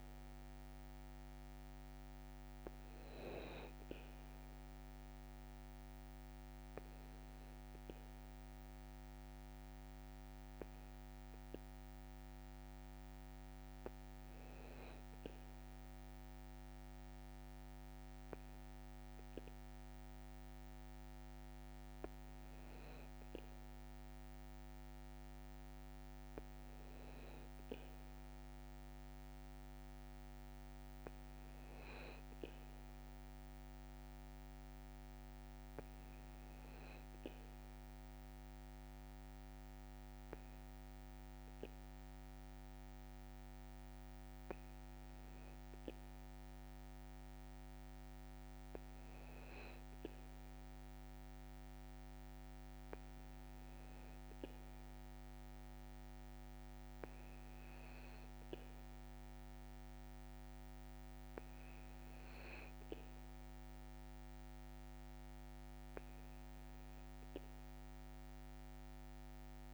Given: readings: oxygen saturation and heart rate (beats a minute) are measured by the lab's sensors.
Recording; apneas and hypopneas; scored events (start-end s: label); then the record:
breathing in sleep, hard to hear, by a microphone on the trachea; none
none scored
From the record:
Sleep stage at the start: N2 (light sleep); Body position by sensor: on the back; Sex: male